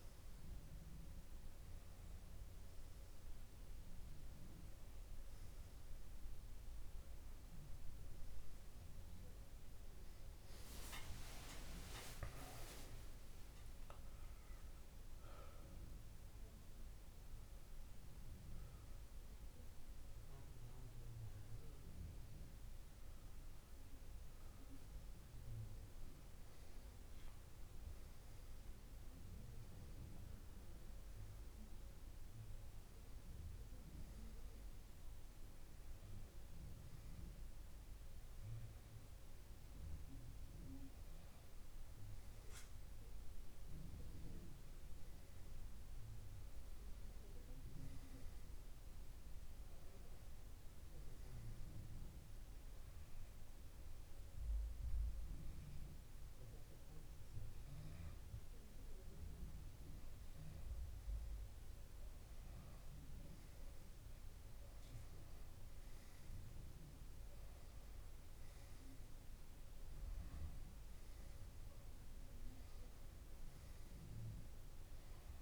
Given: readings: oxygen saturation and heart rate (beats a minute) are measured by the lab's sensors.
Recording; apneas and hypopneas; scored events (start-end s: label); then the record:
breathing in sleep by a room microphone; 1
0.50-2.50 s: long interval between heartbeats (device-marked)
1.50-13.50 s: tachycardia (device-marked, heart rate 37 before, 175 extreme)
4.00-6.00 s: long interval between heartbeats (device-marked)
7.00-9.00 s: long interval between heartbeats (device-marked, heart rate 34 before, 150 extreme)
10.50-14.00 s: arousal
23.50-25.50 s: long interval between heartbeats (device-marked, heart rate 103 before, 67 extreme)
27.00-29.00 s: long interval between heartbeats (device-marked, heart rate 97 before, 78 extreme)
28.50-31.50 s: tachycardia (device-marked, heart rate 41 before, 97 extreme)
29.00-31.00 s: long interval between heartbeats (device-marked, heart rate 89 before, 97 extreme)
32.00-34.00 s: long interval between heartbeats (device-marked, heart rate 80 before, 104 extreme)
38.50-40.50 s: long interval between heartbeats (device-marked, heart rate 70 before, 79 extreme)
46.00-49.00 s: arousal
50.00-52.00 s: long interval between heartbeats (device-marked)
52.00-63.00 s: hypopnea (oxygen 97% before, 95% lowest)
55.00-57.00 s: long interval between heartbeats (device-marked, heart rate 50 before, 29 extreme)
63.50-75.42 s: tachycardia (device-marked, heart rate 42 before, 166 extreme)
66.00-70.00 s: arousal
67.50-69.50 s: long interval between heartbeats (device-marked, heart rate 31 before, 120 extreme)
72.00-74.00 s: long interval between heartbeats (device-marked, heart rate 56 before, 129 extreme)
From the record:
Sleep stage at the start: N2 (light sleep); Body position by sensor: on the left side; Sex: male